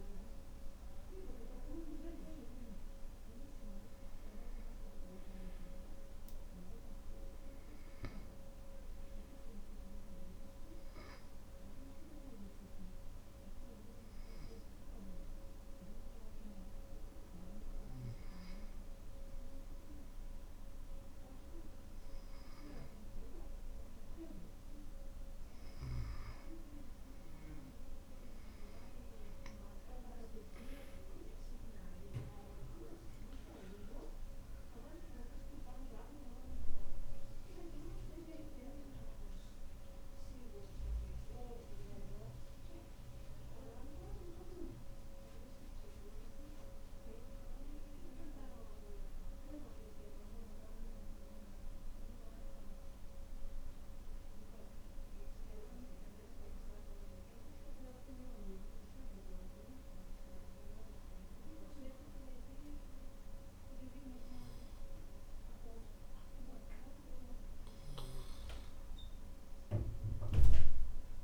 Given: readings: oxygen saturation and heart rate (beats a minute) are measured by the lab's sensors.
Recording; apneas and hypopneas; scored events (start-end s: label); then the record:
breathing in sleep by a room microphone; 1
13.00-27.00 s: hypopnea (oxygen 96% before, 92% lowest, heart rate 70 before, 63 extreme, up 8 after)
29.00-32.00 s: arousal
32.50-49.50 s: oxygen desaturation (device-marked, oxygen 96% before, 92% lowest, heart rate 65 before, 59 extreme)
From the record:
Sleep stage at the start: N2 (light sleep); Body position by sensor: on the back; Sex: male